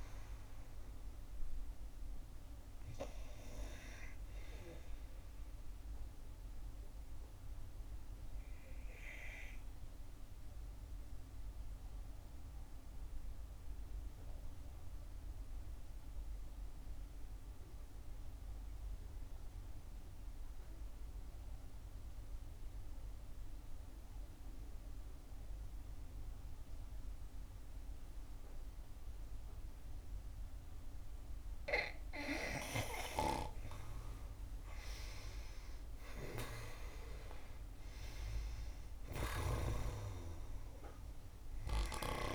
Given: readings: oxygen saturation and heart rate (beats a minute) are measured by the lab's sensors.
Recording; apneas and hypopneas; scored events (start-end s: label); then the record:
breathing in sleep by a room microphone; 1
0.00-20.50 s: oxygen desaturation (device-marked, oxygen 73% lowest, heart rate 60 extreme)
5.50-31.50 s: obstructive apnea (oxygen 92% before, 73% lowest, heart rate 70 before, 55 extreme, up 7 after)
35.00-39.00 s: arousal
37.50-42.35 s: new sleep stage, REM sleep
From the record:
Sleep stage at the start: N2 (light sleep); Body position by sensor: on the back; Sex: female